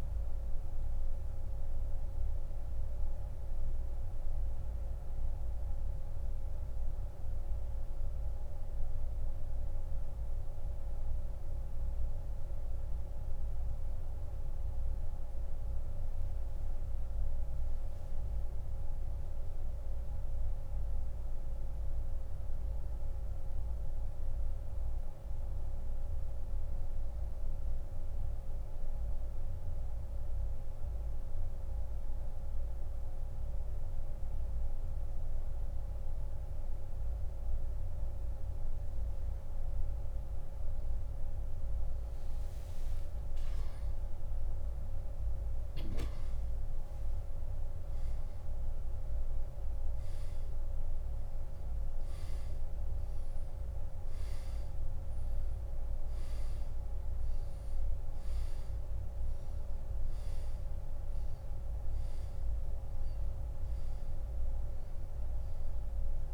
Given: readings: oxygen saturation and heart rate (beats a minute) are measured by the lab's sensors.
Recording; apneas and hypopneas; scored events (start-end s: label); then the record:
breathing in sleep, hard to hear, by a room microphone; 1
0.00-3.00 s: arousal
5.00-39.50 s: central apnea (oxygen 93% before, 85% lowest)
8.00-32.00 s: oxygen desaturation (device-marked, oxygen 92% before, 86% lowest)
43.00-48.00 s: arousal
53.00-66.34 s: oxygen desaturation (device-marked, oxygen 98% before, 85% lowest)
From the record:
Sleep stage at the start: N1 (lightest sleep); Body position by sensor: on the back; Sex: male